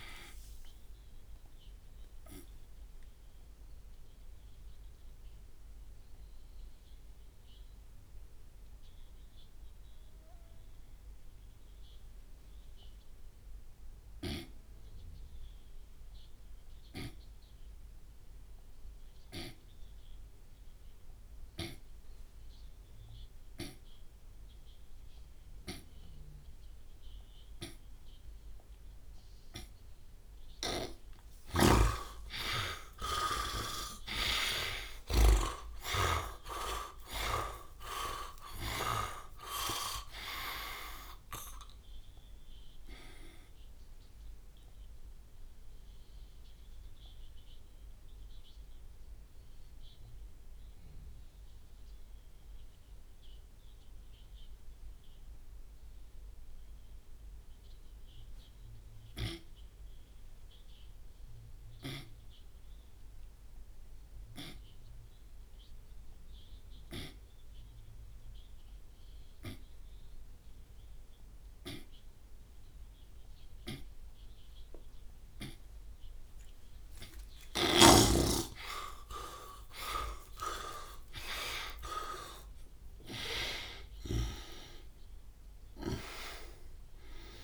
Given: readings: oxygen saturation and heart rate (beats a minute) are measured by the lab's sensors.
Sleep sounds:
breathing in sleep by a room microphone; 2
0.00-8.00 s: drop in pulse transit time (device-marked, heart rate 60 extreme)
0.00-27.00 s: oxygen desaturation (device-marked, oxygen 97% before, 81% lowest)
1.00-30.50 s: obstructive apnea (oxygen 98% before, 81% lowest)
2.50-4.50 s: long interval between heartbeats (device-marked, heart rate 70 before, 90 extreme)
29.00-43.00 s: tachycardia (device-marked)
30.50-35.50 s: snoring (device-marked)
32.00-34.00 s: long interval between heartbeats (device-marked)
32.50-38.50 s: arousal
42.00-76.00 s: obstructive apnea (oxygen 99% before, 73% lowest)
57.00-67.00 s: oxygen desaturation (device-marked, oxygen 96% before, 84% lowest)
74.00-77.00 s: tachycardia (device-marked)
78.00-80.00 s: long interval between heartbeats (device-marked)
78.50-83.50 s: arousal
82.00-84.00 s: long interval between heartbeats (device-marked, heart rate 32 before, 84 extreme)
82.00-87.44 s: oxygen desaturation (device-marked, oxygen 99% before, 92% lowest)
84.00-86.00 s: long interval between heartbeats (device-marked, heart rate 41 before, 77 extreme)
From the record:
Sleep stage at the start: N2 (light sleep); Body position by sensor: on the right side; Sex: male

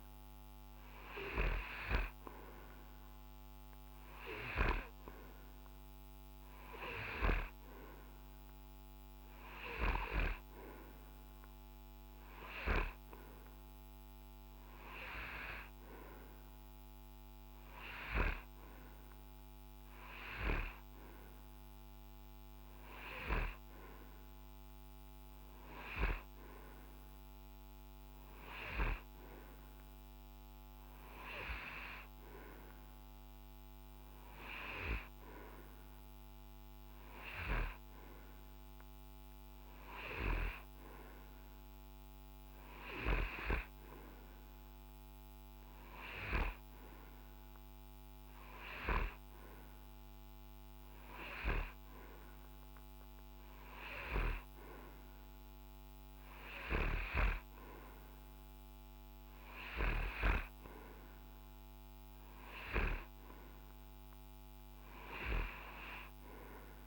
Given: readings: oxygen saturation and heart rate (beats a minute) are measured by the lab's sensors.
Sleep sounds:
breathing in sleep by a microphone on the trachea; none
56.00-66.87 s: new sleep stage, N3 (deep sleep)
From the record:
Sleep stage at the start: N2 (light sleep); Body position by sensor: on the right side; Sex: male

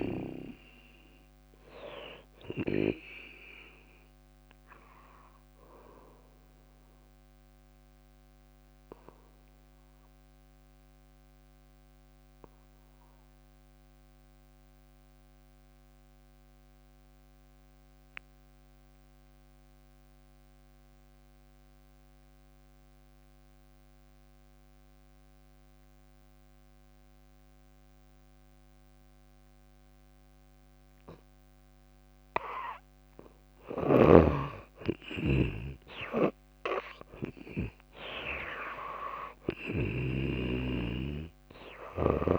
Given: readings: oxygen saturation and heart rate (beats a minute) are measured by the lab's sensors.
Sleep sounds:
breathing in sleep by a microphone on the trachea; 1
0.00-13.50 s: oxygen desaturation (device-marked, oxygen 80% lowest, heart rate 56 extreme)
7.50-33.00 s: obstructive apnea (oxygen 97% before, 76% lowest, heart rate 64 before, 52 extreme, up 11 after)
30.50-40.50 s: drop in pulse transit time (device-marked, heart rate 60 before, 62 extreme)
33.50-40.00 s: snoring (device-marked)
33.50-42.39 s: oxygen desaturation (device-marked, oxygen 98% before, 76% lowest, heart rate 60 before, 52 extreme)
34.00-38.50 s: arousal
From the record:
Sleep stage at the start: N2 (light sleep); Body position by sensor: on the back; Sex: female

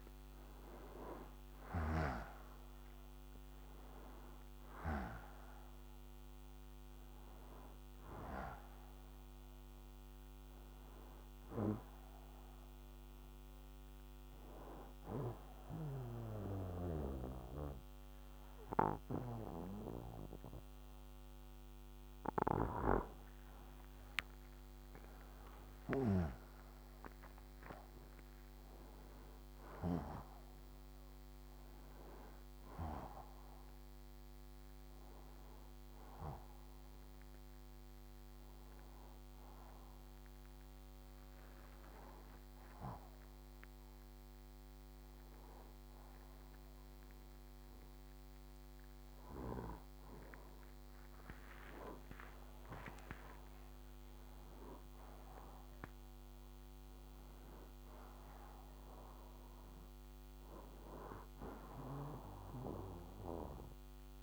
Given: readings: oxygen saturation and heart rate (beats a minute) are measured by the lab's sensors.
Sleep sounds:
breathing in sleep by a microphone on the trachea; none
23.50-28.00 s: arousal
31.00-46.00 s: oxygen desaturation (device-marked, oxygen 97% before, 92% lowest, heart rate 76 before, 63 extreme)
50.50-55.50 s: arousal
From the record:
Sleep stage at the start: N2 (light sleep); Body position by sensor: on the right side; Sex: male

